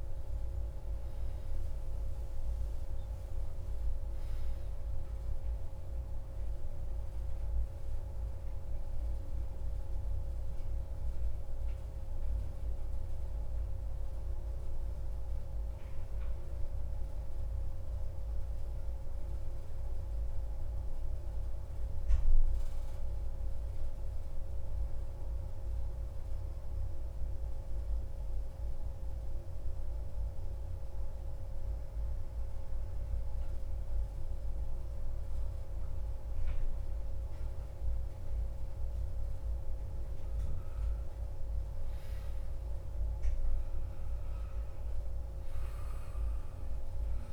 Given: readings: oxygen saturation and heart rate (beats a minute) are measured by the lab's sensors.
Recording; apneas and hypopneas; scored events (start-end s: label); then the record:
breathing in sleep, hard to hear, by a room microphone; 1
0.00-3.50 s: oxygen desaturation (device-marked, oxygen 89% lowest)
3.00-6.50 s: arousal
8.50-38.00 s: central apnea (oxygen 98% before, 93% lowest)
38.50-47.33 s: oxygen desaturation (device-marked, oxygen 97% before, 93% lowest)
39.50-43.00 s: arousal
From the record:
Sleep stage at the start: N2 (light sleep); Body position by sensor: on the back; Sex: male